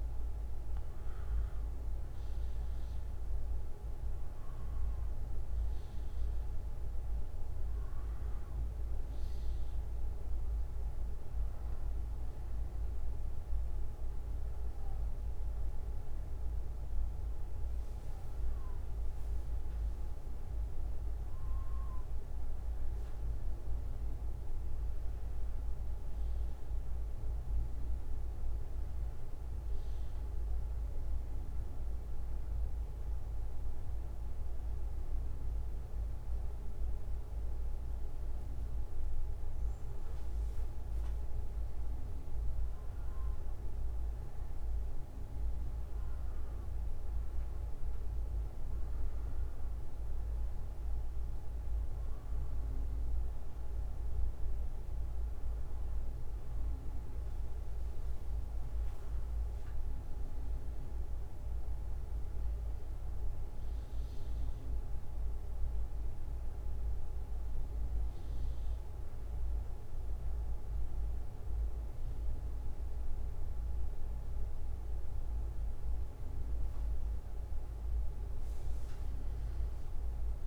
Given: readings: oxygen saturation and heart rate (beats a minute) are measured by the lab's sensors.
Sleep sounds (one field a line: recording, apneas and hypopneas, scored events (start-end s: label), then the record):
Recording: breathing in sleep, hard to hear, by a room microphone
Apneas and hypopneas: 2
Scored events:
0.00-3.50 s: arousal
10.50-20.50 s: hypopnea (oxygen 95% before, 91% lowest, heart rate 62 before, 58 extreme, up 11 after)
12.50-17.50 s: bradycardia (device-marked, heart rate 64 before, 59 extreme)
24.00-28.50 s: arousal
28.50-32.50 s: bradycardia (device-marked, heart rate 64 before, 58 extreme)
34.00-44.50 s: obstructive apnea (oxygen 95% before, 91% lowest, heart rate 61 before, 56 extreme, up 11 after)
47.00-51.50 s: arousal
57.50-73.50 s: oxygen desaturation (device-marked, oxygen 94% before, 91% lowest, heart rate 65 before, 55 extreme)
65.50-77.50 s: bradycardia (device-marked, heart rate 64 before, 55 extreme)
79.00-80.47 s: arousal
From the record:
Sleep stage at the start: N2 (light sleep)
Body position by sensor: on the back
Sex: male